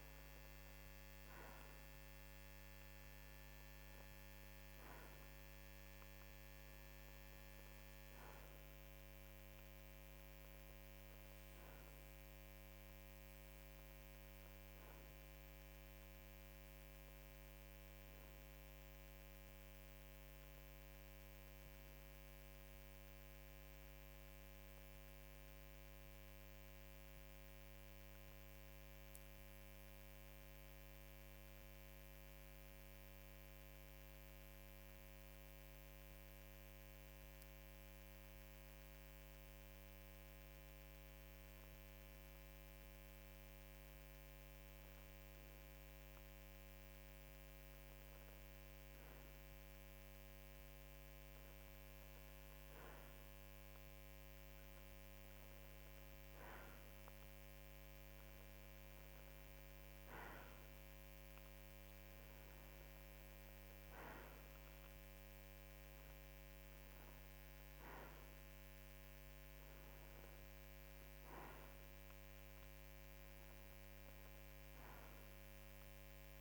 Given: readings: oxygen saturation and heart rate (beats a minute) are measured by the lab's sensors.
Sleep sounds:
breathing in sleep, hard to hear, by a microphone on the trachea; 1
24.50-46.50 s: obstructive apnea (oxygen 94% before, 92% lowest, heart rate 55 before, 53 extreme, up 2 after)
50.50-54.50 s: arousal
From the record:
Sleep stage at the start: N2 (light sleep); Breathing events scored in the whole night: 161 in 3.5 hours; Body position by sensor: on the right side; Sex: male

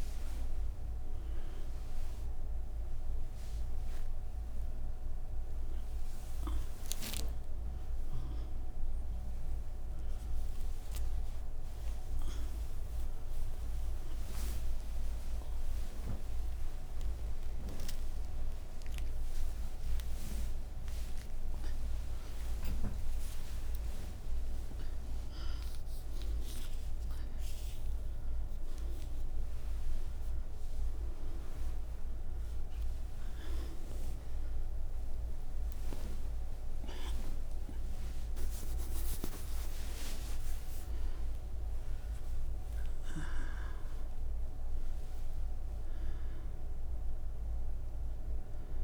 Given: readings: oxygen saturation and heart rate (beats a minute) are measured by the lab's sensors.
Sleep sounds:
breathing in sleep by a room microphone; none
none scored
From the record:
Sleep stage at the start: N2 (light sleep); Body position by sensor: on the back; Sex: female

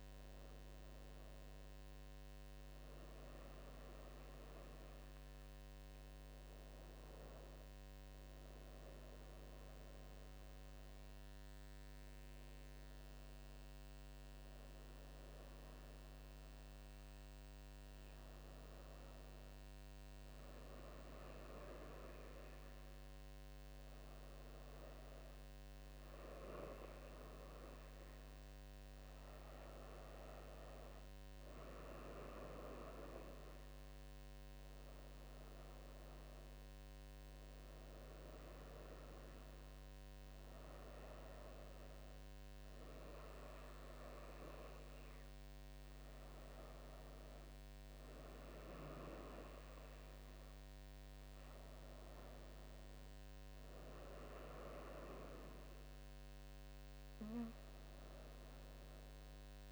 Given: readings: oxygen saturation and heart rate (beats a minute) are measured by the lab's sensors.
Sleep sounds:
breathing in sleep by a microphone on the trachea; none
28.50-38.50 s: drop in pulse transit time (device-marked, heart rate 74 before, 75 extreme)
From the record:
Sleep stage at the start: N2 (light sleep); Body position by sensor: on the right side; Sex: female

